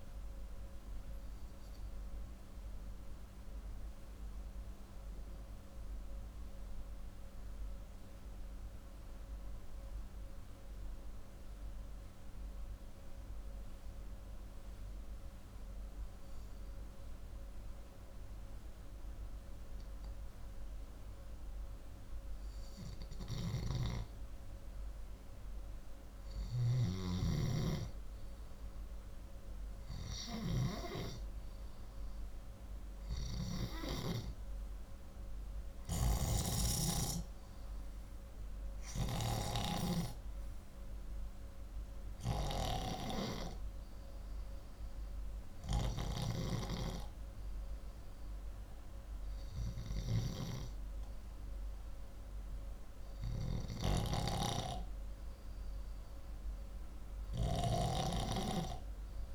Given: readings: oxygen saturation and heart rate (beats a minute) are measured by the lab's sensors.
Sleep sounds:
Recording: breathing in sleep by a room microphone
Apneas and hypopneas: 1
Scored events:
1.50-23.50 s: obstructive apnea (oxygen 97% before, 93% lowest, heart rate 126 before, 165 extreme, up 35 after)
22.50-30.00 s: snoring (device-marked)
26.00-29.00 s: arousal
53.00-57.00 s: snoring (device-marked)
56.00-59.35 s: oxygen desaturation (device-marked, oxygen 97% before, 93% lowest, heart rate 178 before, 156 extreme)
From the record:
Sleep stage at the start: N2 (light sleep)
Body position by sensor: upright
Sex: male

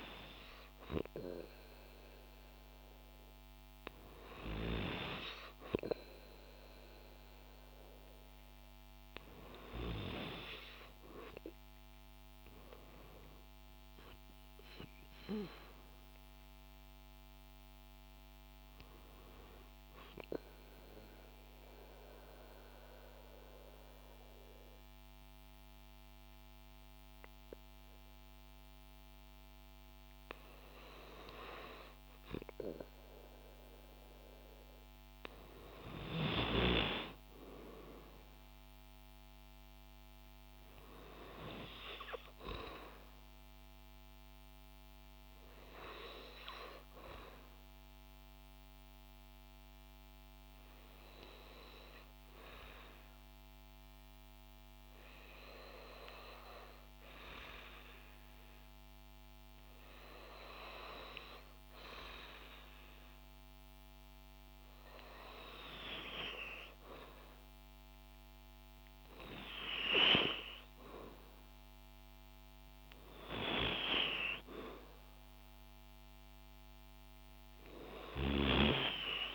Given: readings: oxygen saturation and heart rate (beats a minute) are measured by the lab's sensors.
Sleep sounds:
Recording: breathing in sleep by a microphone on the trachea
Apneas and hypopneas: 2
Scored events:
19.50-33.50 s: obstructive apnea (oxygen 94% before, 91% lowest, heart rate 57 before, 53 extreme, up 2 after)
36.00-40.00 s: arousal
41.00-55.00 s: oxygen desaturation (device-marked, oxygen 95% before, 92% lowest, heart rate 55 before, 53 extreme)
49.00-65.00 s: hypopnea (oxygen 95% before, 91% lowest, heart rate 55 before, 53 extreme, up 6 after)
65.00-79.35 s: oxygen desaturation (device-marked, oxygen 95% before, 91% lowest, heart rate 54 before, 53 extreme)
67.00-71.00 s: arousal
From the record:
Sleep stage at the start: N2 (light sleep)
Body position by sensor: on the back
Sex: female

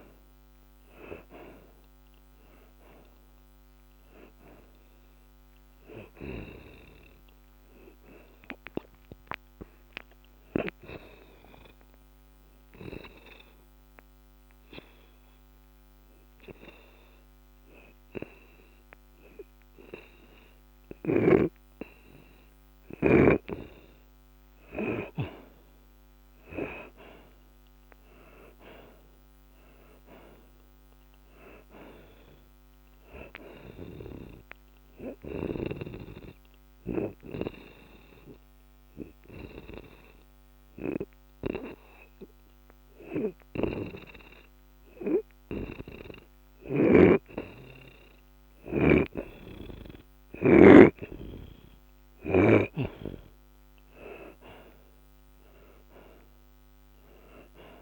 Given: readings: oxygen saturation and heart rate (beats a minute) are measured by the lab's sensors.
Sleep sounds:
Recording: breathing in sleep by a microphone on the trachea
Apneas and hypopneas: 2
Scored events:
0.00-3.00 s: arousal
8.00-22.00 s: oxygen desaturation (device-marked, oxygen 78% before, 69% lowest)
12.00-24.00 s: obstructive apnea (oxygen 83% before, 69% lowest)
27.00-32.00 s: arousal
27.00-50.00 s: oxygen desaturation (device-marked, oxygen 82% before, 69% lowest)
36.50-50.50 s: hypopnea (oxygen 82% before, 69% lowest)
47.00-51.00 s: snoring (device-marked)
52.50-56.00 s: arousal
From the record:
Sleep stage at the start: N2 (light sleep)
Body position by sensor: on the back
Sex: male

